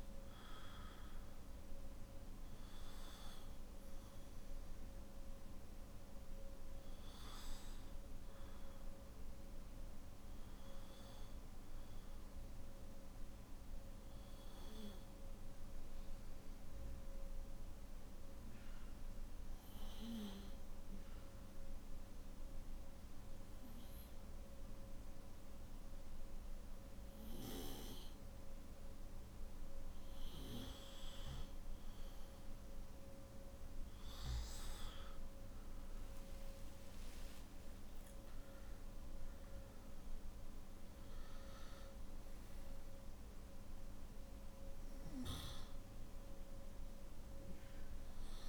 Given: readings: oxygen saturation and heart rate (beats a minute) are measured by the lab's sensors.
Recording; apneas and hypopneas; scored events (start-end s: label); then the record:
breathing in sleep, hard to hear, by a room microphone; 1
0.00-7.50 s: oxygen desaturation (device-marked, oxygen 94% lowest, heart rate 50 extreme)
15.50-29.00 s: obstructive apnea (oxygen 98% before, 93% lowest, heart rate 57 before, 50 extreme, up 13 after)
35.50-48.49 s: oxygen desaturation (device-marked, oxygen 97% before, 93% lowest, heart rate 52 before, 50 extreme)
From the record:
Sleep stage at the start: N1 (lightest sleep); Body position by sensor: on the back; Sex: male